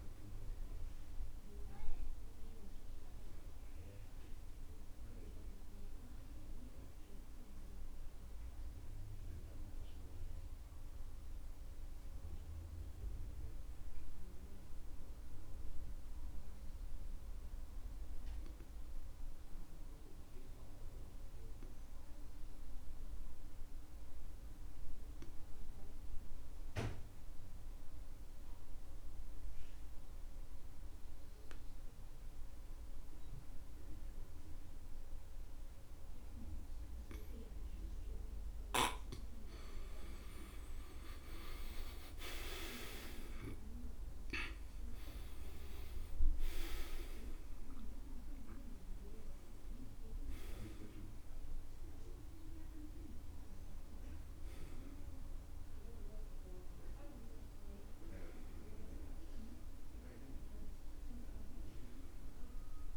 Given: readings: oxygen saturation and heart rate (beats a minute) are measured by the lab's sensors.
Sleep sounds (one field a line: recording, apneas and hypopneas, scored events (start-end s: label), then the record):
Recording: breathing in sleep by a room microphone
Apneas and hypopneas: 1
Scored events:
0.00-24.00 s: oxygen desaturation (device-marked, oxygen 89% lowest, heart rate 62 extreme)
9.50-39.00 s: mixed apnea (oxygen 97% before, 85% lowest, heart rate 71 before, 62 extreme, up 15 after)
39.00-59.00 s: oxygen desaturation (device-marked, oxygen 97% before, 89% lowest, heart rate 64 before, 63 extreme)
40.50-45.00 s: arousal
From the record:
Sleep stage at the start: N2 (light sleep)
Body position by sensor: on the back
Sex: male